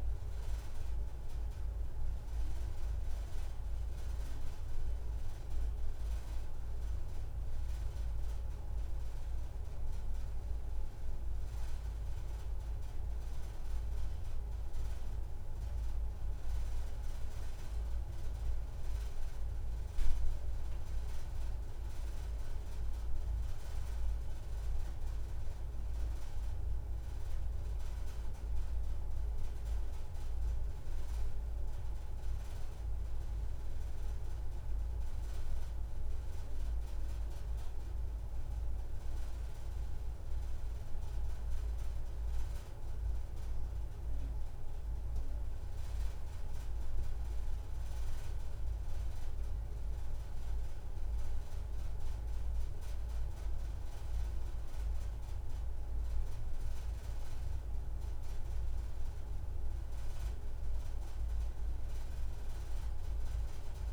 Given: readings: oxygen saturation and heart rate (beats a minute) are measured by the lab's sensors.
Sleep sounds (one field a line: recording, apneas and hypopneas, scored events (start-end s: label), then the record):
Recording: breathing in sleep, hard to hear, by a room microphone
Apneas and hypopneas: none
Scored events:
none scored
From the record:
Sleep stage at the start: N2 (light sleep)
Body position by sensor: on the back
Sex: female